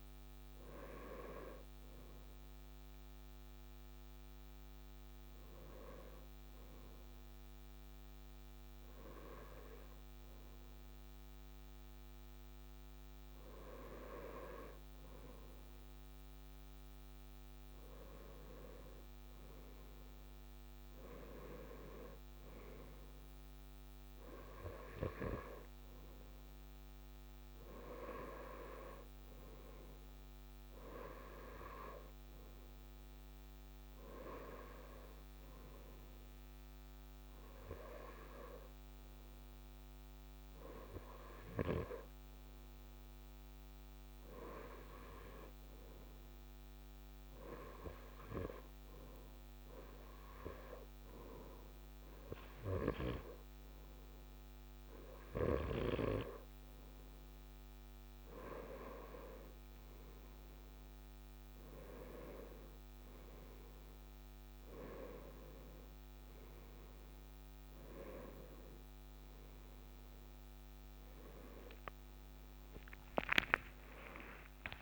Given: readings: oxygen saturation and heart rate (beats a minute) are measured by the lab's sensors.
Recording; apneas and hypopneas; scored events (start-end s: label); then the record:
breathing in sleep by a microphone on the trachea; 1
39.00-43.00 s: arousal
47.50-58.00 s: hypopnea (oxygen 97% before, 96% lowest, heart rate 102 before, 118 extreme, up 42 after)
73.50-74.82 s: new sleep stage, awake
From the record:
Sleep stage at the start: N2 (light sleep); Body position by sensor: on the right side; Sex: male